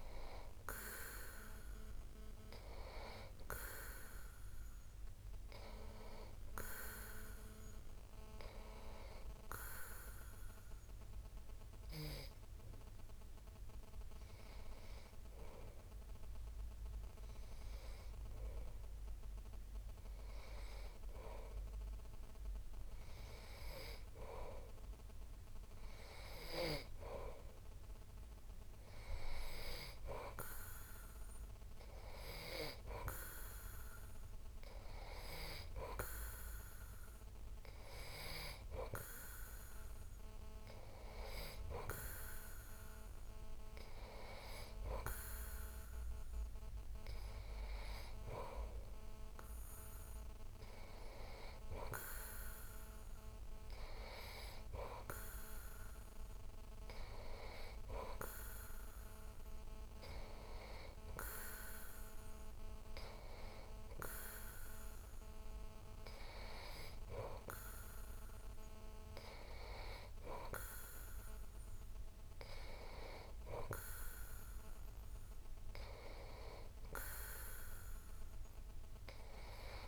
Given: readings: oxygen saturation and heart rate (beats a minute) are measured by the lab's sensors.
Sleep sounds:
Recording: breathing in sleep by a room microphone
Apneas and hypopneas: none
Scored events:
20.50-79.88 s: new sleep stage, N3 (deep sleep)
From the record:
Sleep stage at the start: N2 (light sleep)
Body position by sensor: on the back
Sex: male

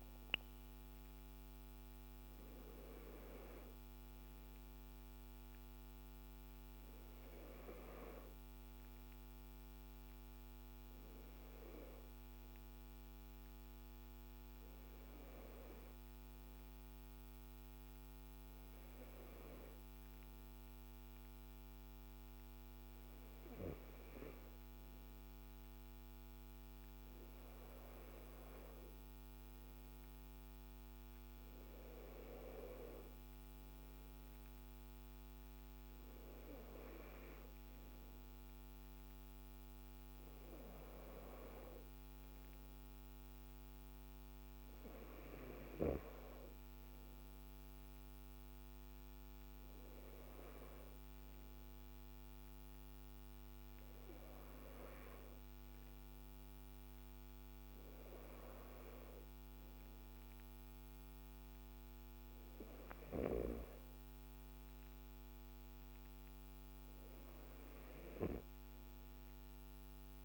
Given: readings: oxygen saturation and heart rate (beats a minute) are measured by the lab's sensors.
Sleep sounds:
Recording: breathing in sleep by a microphone on the trachea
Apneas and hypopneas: none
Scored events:
none scored
From the record:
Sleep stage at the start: N2 (light sleep)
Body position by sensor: on the left side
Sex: male

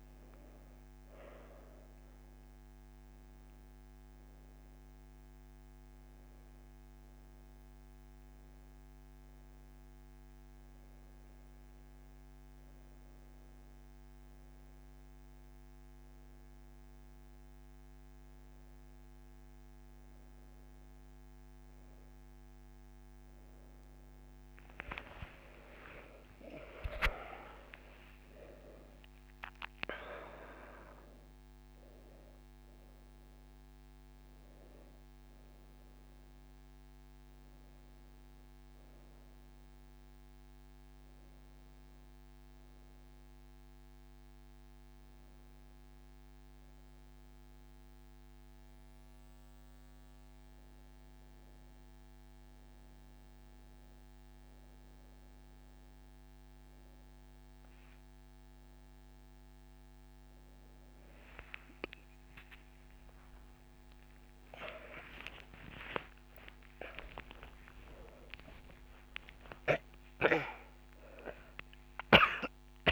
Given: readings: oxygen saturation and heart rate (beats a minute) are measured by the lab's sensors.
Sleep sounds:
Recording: a person awake in a sleep study, by a microphone on the trachea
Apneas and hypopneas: none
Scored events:
66.00-72.92 s: drop in pulse transit time (device-marked)
67.50-69.50 s: long interval between heartbeats (device-marked)
From the record:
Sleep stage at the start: awake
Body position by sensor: on the right side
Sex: female

